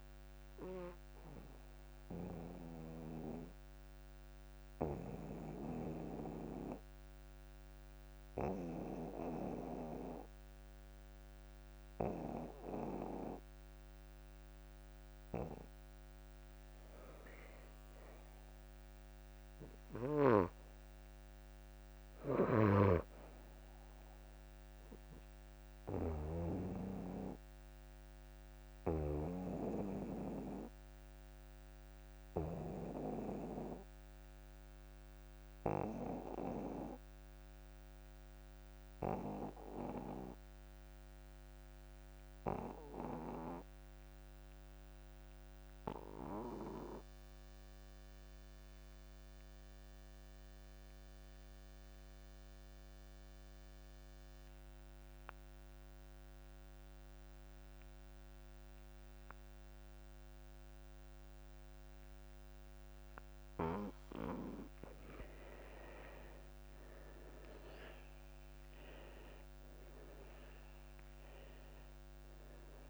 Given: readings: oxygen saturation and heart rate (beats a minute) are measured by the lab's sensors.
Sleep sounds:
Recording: breathing in sleep by a microphone on the trachea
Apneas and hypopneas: 2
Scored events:
0.00-18.00 s: oxygen desaturation (device-marked, oxygen 83% lowest)
1.00-16.50 s: obstructive apnea (oxygen 98% before, 77% lowest)
19.50-23.00 s: arousal
29.50-63.50 s: obstructive apnea (oxygen 98% before, 72% lowest)
36.00-44.00 s: oxygen desaturation (device-marked, oxygen 97% before, 92% lowest)
49.00-72.89 s: oxygen desaturation (device-marked, oxygen 95% before, 72% lowest)
66.50-69.50 s: arousal
From the record:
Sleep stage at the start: N2 (light sleep)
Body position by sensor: on the back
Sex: male

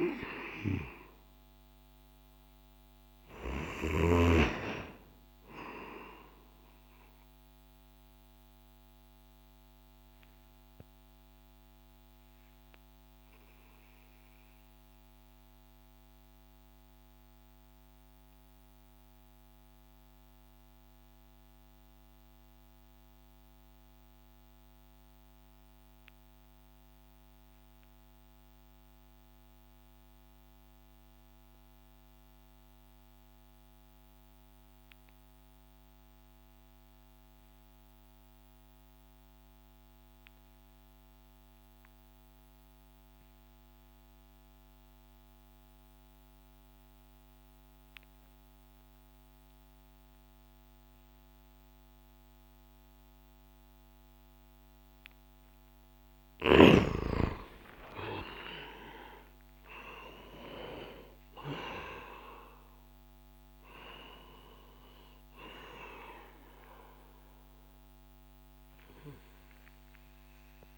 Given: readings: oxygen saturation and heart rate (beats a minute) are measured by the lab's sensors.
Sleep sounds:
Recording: breathing in sleep by a microphone on the trachea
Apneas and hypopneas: 1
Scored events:
0.00-28.50 s: oxygen desaturation (device-marked, oxygen 89% lowest)
8.00-54.00 s: mixed apnea (oxygen 97% before, 88% lowest)
55.50-59.50 s: arousal
From the record:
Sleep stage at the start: N2 (light sleep)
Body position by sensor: on the back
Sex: male

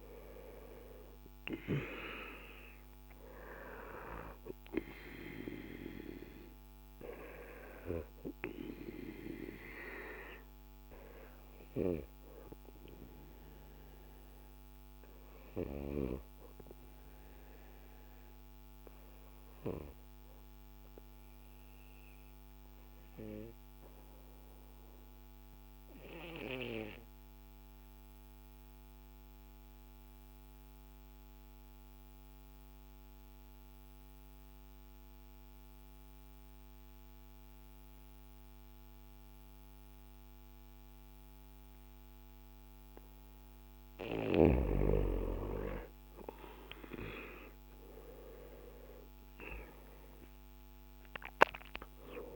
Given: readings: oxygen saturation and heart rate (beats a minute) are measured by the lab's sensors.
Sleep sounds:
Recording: breathing in sleep by a microphone on the trachea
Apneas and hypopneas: 1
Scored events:
8.00-41.50 s: obstructive apnea (oxygen 97% before, 90% lowest, heart rate 59 before, 54 extreme, up 5 after)
12.00-37.00 s: oxygen desaturation (device-marked, oxygen 97% before, 90% lowest, heart rate 59 before, 56 extreme)
47.00-52.36 s: arousal
From the record:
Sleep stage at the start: N2 (light sleep)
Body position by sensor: on the back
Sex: male

